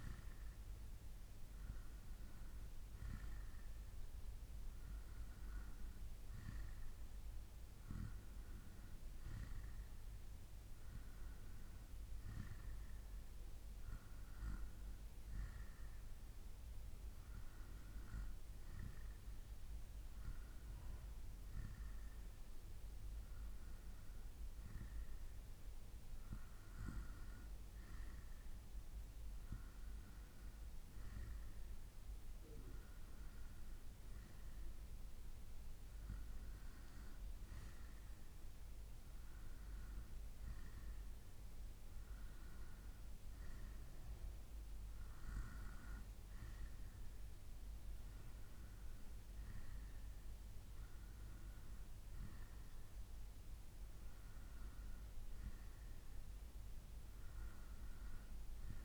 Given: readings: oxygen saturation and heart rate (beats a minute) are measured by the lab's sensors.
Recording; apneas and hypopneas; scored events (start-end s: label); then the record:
breathing in sleep by a room microphone; none
none scored
From the record:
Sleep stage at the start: N2 (light sleep); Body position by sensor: on the right side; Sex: male